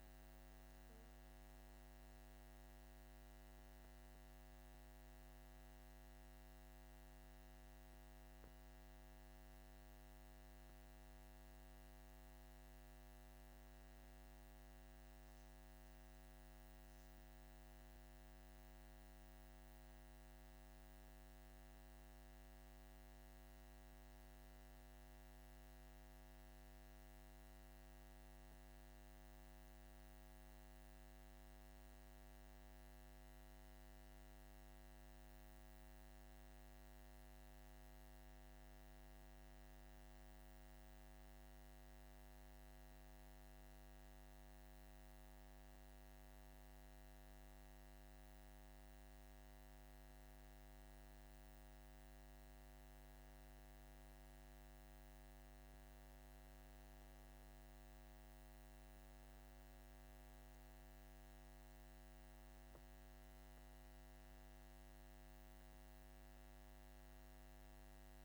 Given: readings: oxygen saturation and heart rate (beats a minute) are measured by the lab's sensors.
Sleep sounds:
breathing in sleep, hard to hear, by a microphone on the trachea; none
none scored
From the record:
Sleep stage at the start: N2 (light sleep); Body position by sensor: on the back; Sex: male

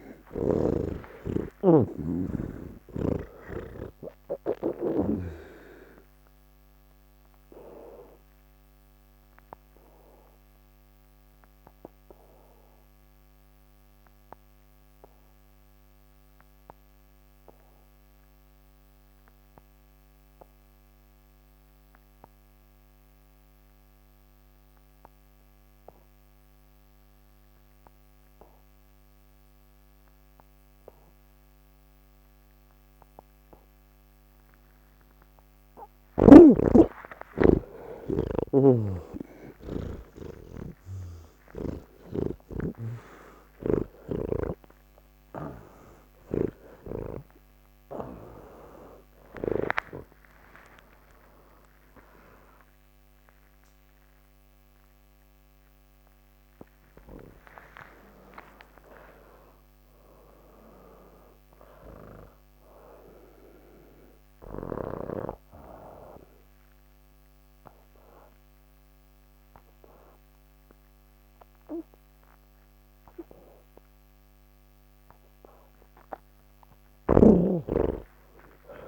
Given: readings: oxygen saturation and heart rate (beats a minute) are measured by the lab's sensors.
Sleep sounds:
breathing in sleep by a microphone on the trachea; 1
0.00-3.50 s: snoring (device-marked)
0.00-23.00 s: oxygen desaturation (device-marked, oxygen 81% lowest, heart rate 78 extreme)
7.50-36.00 s: obstructive apnea (oxygen 98% before, 81% lowest, heart rate 112 before, 78 extreme, up 57 after)
36.00-67.00 s: oxygen desaturation (device-marked, oxygen 98% before, 84% lowest)
38.50-42.00 s: snoring (device-marked)
From the record:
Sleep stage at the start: N1 (lightest sleep); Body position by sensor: on the back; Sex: male

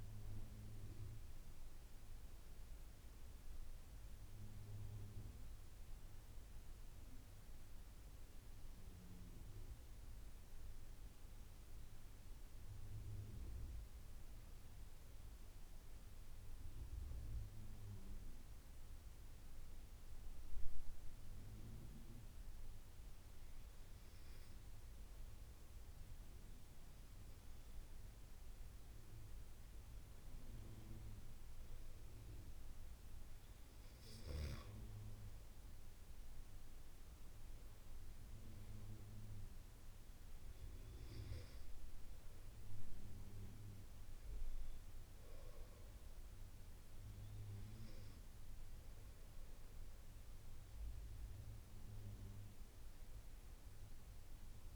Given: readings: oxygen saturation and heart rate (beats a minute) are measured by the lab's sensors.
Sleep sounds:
breathing in sleep by a room microphone; none
0.00-5.00 s: arousal
From the record:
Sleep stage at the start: N2 (light sleep); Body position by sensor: on the back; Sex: male

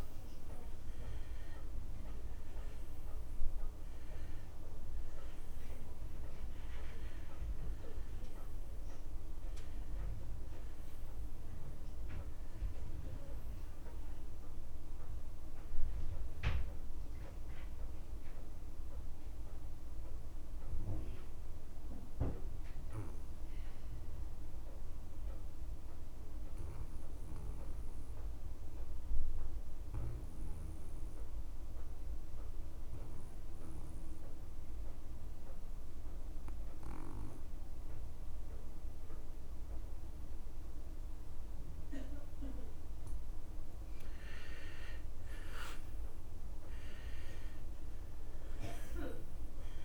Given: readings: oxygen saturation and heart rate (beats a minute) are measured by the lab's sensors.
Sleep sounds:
breathing in sleep by a room microphone; 1
0.00-27.00 s: oxygen desaturation (device-marked, oxygen 81% lowest)
19.50-43.50 s: obstructive apnea (oxygen 95% before, 81% lowest)
41.00-49.84 s: oxygen desaturation (device-marked, oxygen 99% before, 84% lowest)
45.50-49.84 s: arousal
From the record:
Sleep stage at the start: N2 (light sleep); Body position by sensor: on the back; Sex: male

